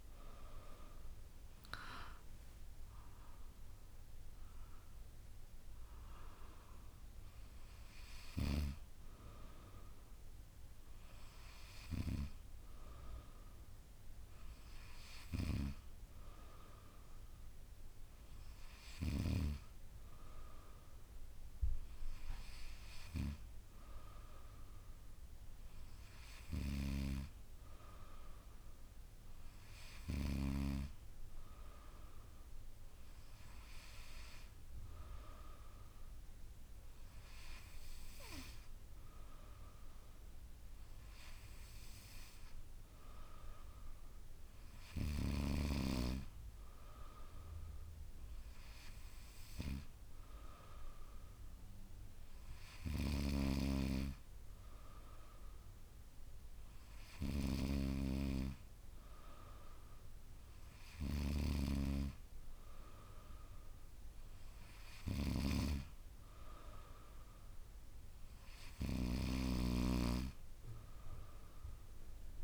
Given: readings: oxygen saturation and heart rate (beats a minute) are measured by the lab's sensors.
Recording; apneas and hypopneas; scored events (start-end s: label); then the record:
breathing in sleep by a room microphone; none
none scored
From the record:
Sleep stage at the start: N3 (deep sleep); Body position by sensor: on the back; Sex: female